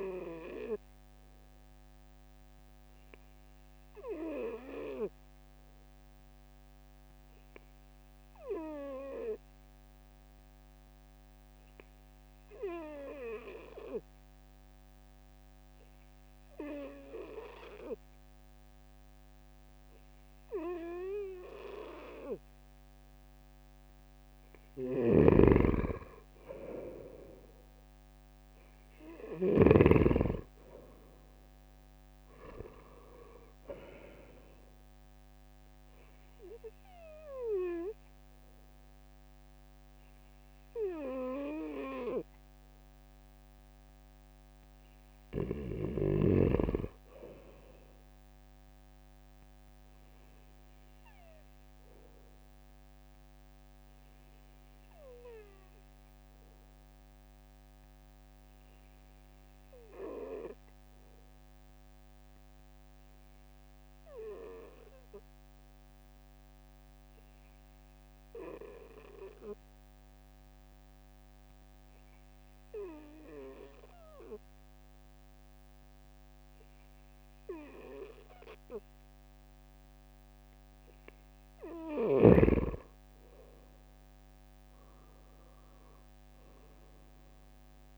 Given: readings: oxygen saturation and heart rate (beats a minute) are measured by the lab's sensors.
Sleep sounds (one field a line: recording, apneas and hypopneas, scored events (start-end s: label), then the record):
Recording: breathing in sleep by a microphone on the trachea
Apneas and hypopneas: 2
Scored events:
0.00-14.00 s: oxygen desaturation (device-marked, oxygen 93% lowest, heart rate 66 extreme)
0.50-23.00 s: obstructive apnea (oxygen 98% before, 93% lowest, heart rate 67 before, 64 extreme, up 6 after)
24.50-29.00 s: snoring (device-marked)
26.00-30.50 s: arousal
51.00-79.50 s: obstructive apnea (oxygen 96% before, 93% lowest, heart rate 68 before, 61 extreme, up 7 after)
85.50-87.98 s: arousal
From the record:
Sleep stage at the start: N2 (light sleep)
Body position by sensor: on the right side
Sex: male